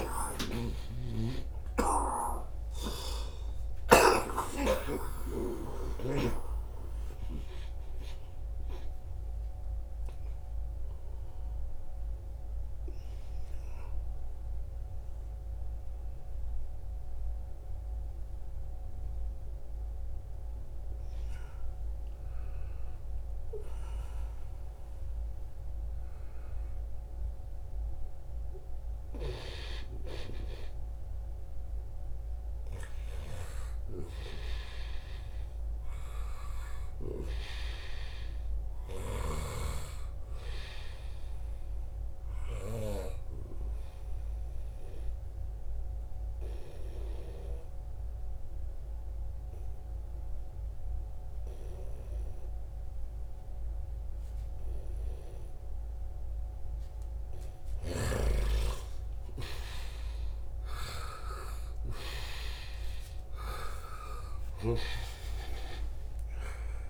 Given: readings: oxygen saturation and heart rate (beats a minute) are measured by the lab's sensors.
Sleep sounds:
a person partly awake in a sleep study, by a room microphone; 2
0.00-1.00 s: long interval between heartbeats (device-marked, heart rate 98 extreme)
0.00-3.50 s: snoring (device-marked)
2.00-4.00 s: long interval between heartbeats (device-marked, heart rate 79 before, 107 extreme)
16.00-31.50 s: hypopnea (oxygen 96% before, 90% lowest, heart rate 96 before, 81 extreme)
16.00-66.90 s: new sleep stage, N1 (lightest sleep)
28.50-32.50 s: snoring (device-marked)
33.50-39.00 s: arousal
44.50-55.50 s: obstructive apnea (oxygen 99% before, 90% lowest, heart rate 92 before, 80 extreme, up 2 after)
58.00-64.50 s: arousal
60.00-66.90 s: oxygen desaturation (device-marked, oxygen 95% before, 90% lowest, heart rate 85 before, 76 extreme)
From the record:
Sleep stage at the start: awake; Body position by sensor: on the right side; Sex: male

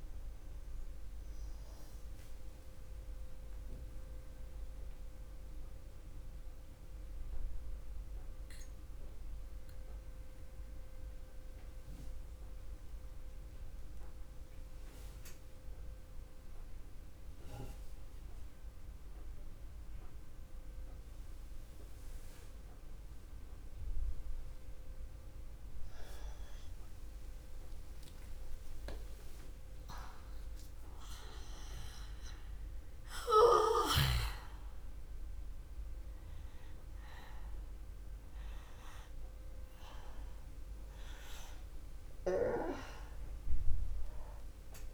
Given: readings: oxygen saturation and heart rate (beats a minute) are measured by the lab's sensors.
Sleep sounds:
breathing in sleep by a room microphone; 1
0.00-3.00 s: arousal
0.00-15.00 s: oxygen desaturation (device-marked, oxygen 85% lowest, heart rate 62 extreme)
5.00-26.00 s: mixed apnea (oxygen 94% before, 85% lowest, heart rate 64 before, 63 extreme, up 8 after)
13.00-44.94 s: new sleep stage, N2 (light sleep)
29.50-33.50 s: arousal
From the record:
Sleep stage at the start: N1 (lightest sleep); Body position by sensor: on the back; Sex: male

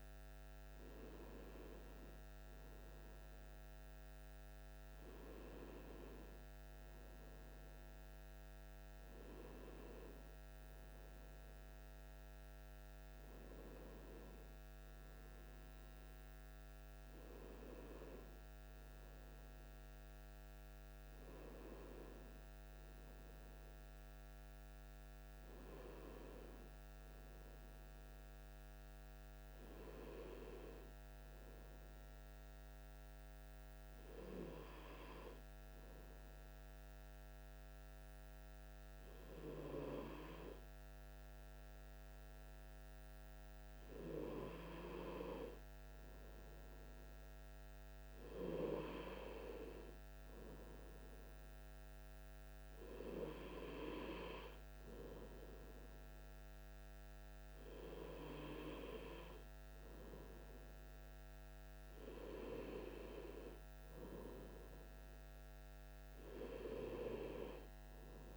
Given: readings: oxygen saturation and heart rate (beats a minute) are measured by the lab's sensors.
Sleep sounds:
breathing in sleep by a microphone on the trachea; none
63.00-68.37 s: new sleep stage, N2 (light sleep)
From the record:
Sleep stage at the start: N1 (lightest sleep); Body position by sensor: on the right side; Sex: male

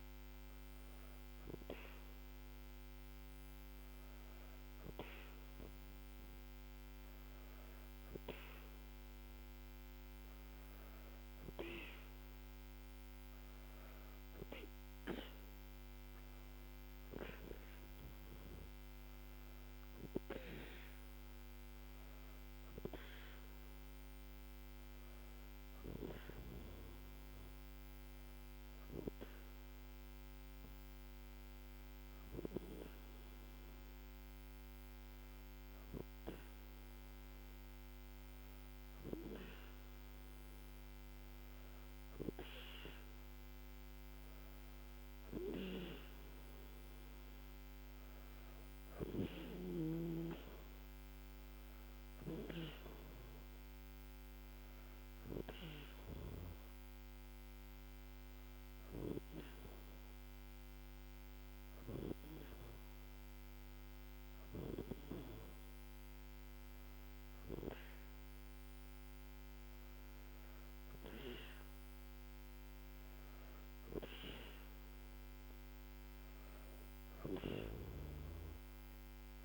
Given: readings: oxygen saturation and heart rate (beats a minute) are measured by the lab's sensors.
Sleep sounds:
breathing in sleep by a microphone on the trachea; 1
21.50-36.50 s: hypopnea (oxygen 96% before, 94% lowest, heart rate 80 before, 78 extreme, up 1 after)
39.00-42.50 s: arousal
From the record:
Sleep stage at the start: N2 (light sleep); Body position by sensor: on the back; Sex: female

